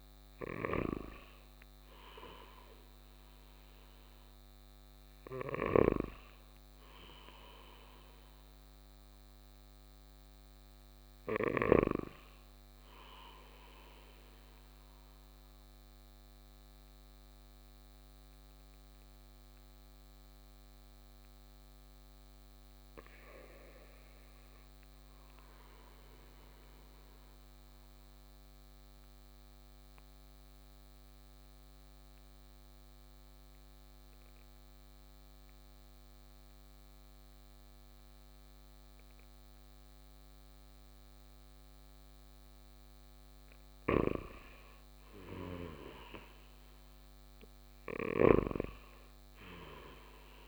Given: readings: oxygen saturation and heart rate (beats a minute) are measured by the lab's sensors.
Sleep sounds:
breathing in sleep by a microphone on the trachea; 1
0.50-12.00 s: snoring (device-marked)
6.00-18.00 s: oxygen desaturation (device-marked, oxygen 97% before, 94% lowest, heart rate 59 before, 56 extreme)
26.00-43.00 s: obstructive apnea (oxygen 97% before, 92% lowest, heart rate 58 before, 58 extreme, up 6 after)
45.00-48.00 s: arousal
48.00-50.48 s: snoring (device-marked)
From the record:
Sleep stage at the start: N2 (light sleep); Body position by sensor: on the right side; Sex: male

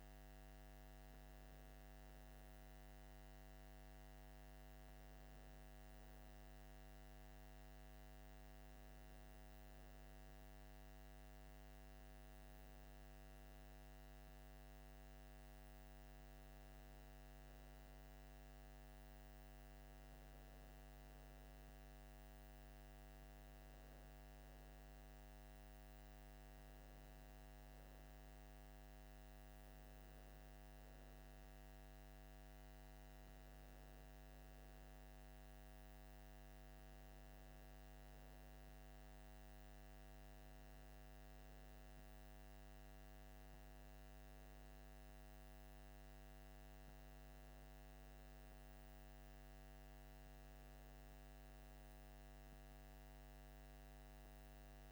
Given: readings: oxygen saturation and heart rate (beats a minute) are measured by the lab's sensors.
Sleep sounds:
breathing in sleep, hard to hear, by a microphone on the trachea; none
none scored
From the record:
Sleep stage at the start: N2 (light sleep); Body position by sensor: on the left side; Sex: male

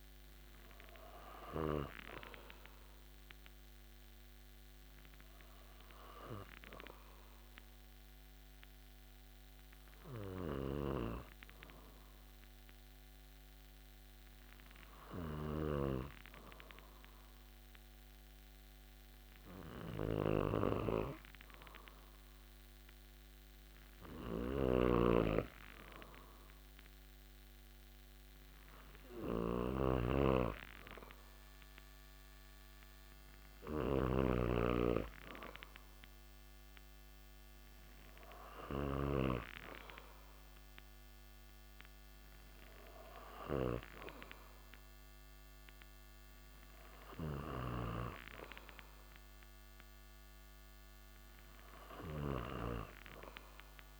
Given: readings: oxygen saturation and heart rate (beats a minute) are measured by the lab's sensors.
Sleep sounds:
breathing in sleep by a microphone on the trachea; 1
7.00-23.00 s: hypopnea (oxygen 97% before, 93% lowest)
10.50-39.50 s: snoring (device-marked)
25.00-29.50 s: arousal
32.50-54.00 s: oxygen desaturation (device-marked, oxygen 97% before, 93% lowest)
From the record:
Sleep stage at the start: N2 (light sleep); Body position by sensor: on the back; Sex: male

